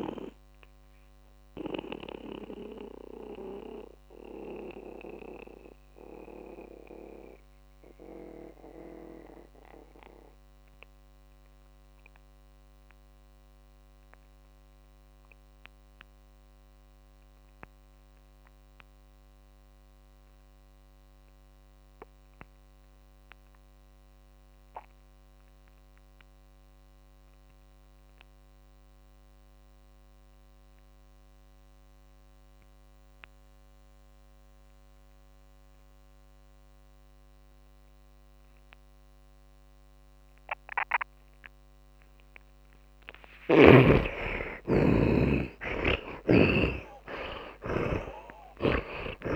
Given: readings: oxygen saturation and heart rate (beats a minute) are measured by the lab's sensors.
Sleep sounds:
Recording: breathing in sleep by a microphone on the trachea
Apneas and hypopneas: 1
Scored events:
0.00-17.00 s: oxygen desaturation (device-marked, oxygen 76% lowest)
2.00-42.50 s: mixed apnea (oxygen 100% before, 68% lowest)
19.00-49.36 s: oxygen desaturation (device-marked, oxygen 100% before, 68% lowest)
44.00-49.00 s: arousal
From the record:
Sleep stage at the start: REM sleep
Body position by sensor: on the back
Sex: male

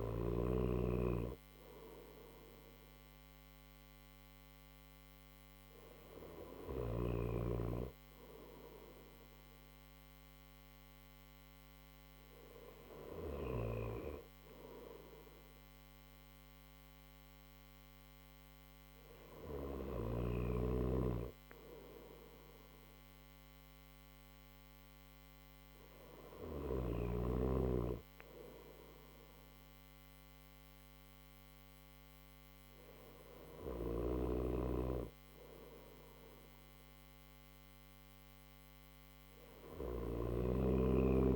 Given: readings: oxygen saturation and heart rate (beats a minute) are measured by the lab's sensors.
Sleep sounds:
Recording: breathing in sleep by a microphone on the trachea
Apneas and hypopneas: none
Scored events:
33.00-39.50 s: snoring (device-marked)
From the record:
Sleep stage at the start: N3 (deep sleep)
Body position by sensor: on the right side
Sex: male

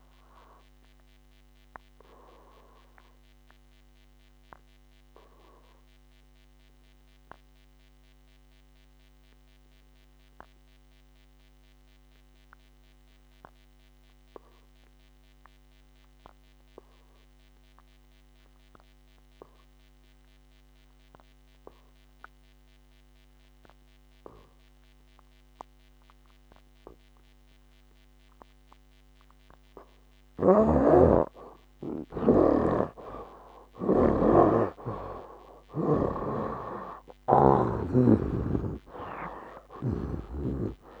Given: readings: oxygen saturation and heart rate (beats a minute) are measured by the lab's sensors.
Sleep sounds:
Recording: breathing in sleep by a microphone on the trachea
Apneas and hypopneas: 1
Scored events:
0.00-23.00 s: oxygen desaturation (device-marked, oxygen 70% lowest, heart rate 59 extreme)
1.00-30.00 s: obstructive apnea (oxygen 97% before, 70% lowest, heart rate 72 before, 59 extreme, up 13 after)
29.00-41.00 s: oxygen desaturation (device-marked, oxygen 97% before, 70% lowest, heart rate 60 before, 60 extreme)
30.50-41.00 s: snoring (device-marked)
33.50-36.50 s: arousal
From the record:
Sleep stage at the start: N2 (light sleep)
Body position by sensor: on the back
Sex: male

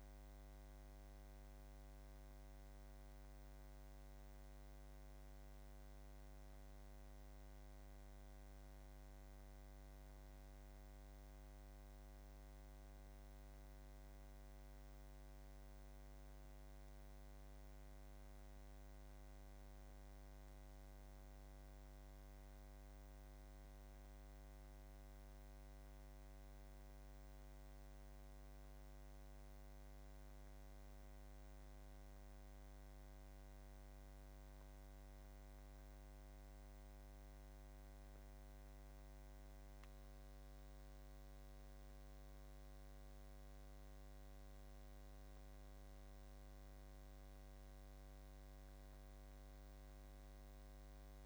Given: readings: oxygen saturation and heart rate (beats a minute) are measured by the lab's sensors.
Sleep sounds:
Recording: breathing in sleep, hard to hear, by a microphone on the trachea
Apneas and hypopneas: none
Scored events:
none scored
From the record:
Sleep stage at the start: N1 (lightest sleep)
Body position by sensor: on the back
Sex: male

